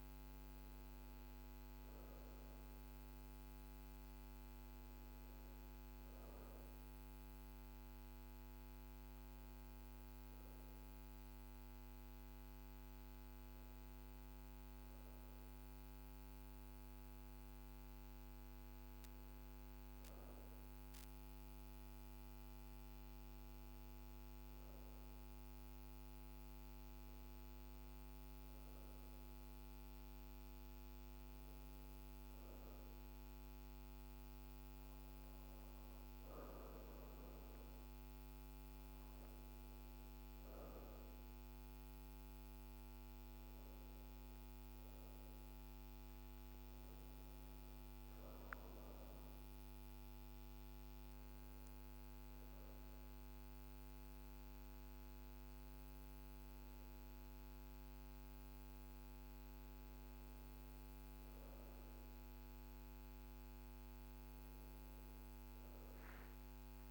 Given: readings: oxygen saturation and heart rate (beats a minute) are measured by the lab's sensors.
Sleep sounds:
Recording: breathing in sleep, hard to hear, by a microphone on the trachea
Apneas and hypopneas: none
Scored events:
63.00-66.90 s: new sleep stage, REM sleep
From the record:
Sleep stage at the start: N2 (light sleep)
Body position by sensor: on the back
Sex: female

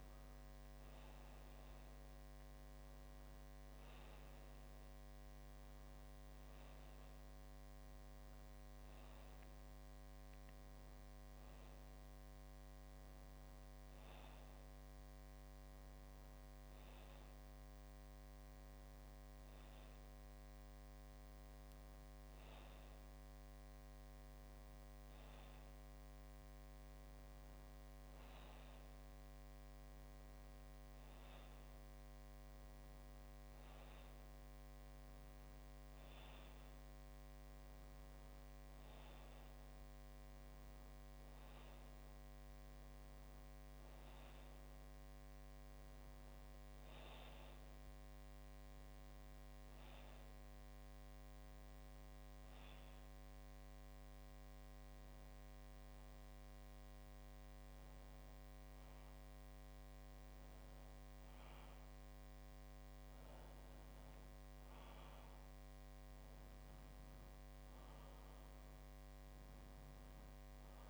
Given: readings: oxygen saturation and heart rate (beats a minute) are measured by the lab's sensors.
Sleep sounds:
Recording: breathing in sleep, hard to hear, by a microphone on the trachea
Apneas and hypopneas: 1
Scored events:
48.00-64.00 s: hypopnea (oxygen 94% before, 91% lowest, heart rate 67 before, 62 extreme, up 3 after)
66.50-70.90 s: arousal
From the record:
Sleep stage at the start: REM sleep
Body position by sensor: on the back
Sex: male

